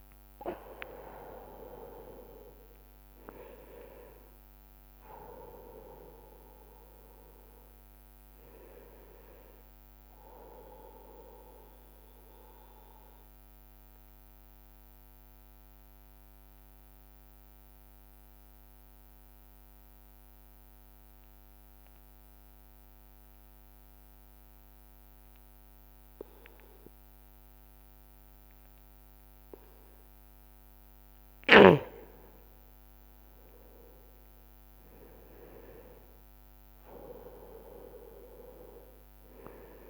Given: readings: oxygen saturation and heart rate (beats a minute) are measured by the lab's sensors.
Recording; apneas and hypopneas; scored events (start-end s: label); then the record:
breathing in sleep by a microphone on the trachea; 1
0.00-1.50 s: arousal
0.00-13.00 s: oxygen desaturation (device-marked, oxygen 90% lowest)
4.50-6.50 s: long interval between heartbeats (device-marked)
12.00-30.50 s: obstructive apnea (oxygen 96% before, 90% lowest)
32.50-37.00 s: arousal
37.00-39.90 s: oxygen desaturation (device-marked, oxygen 98% before, 92% lowest)
From the record:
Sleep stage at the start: N2 (light sleep); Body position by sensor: on the right side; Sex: male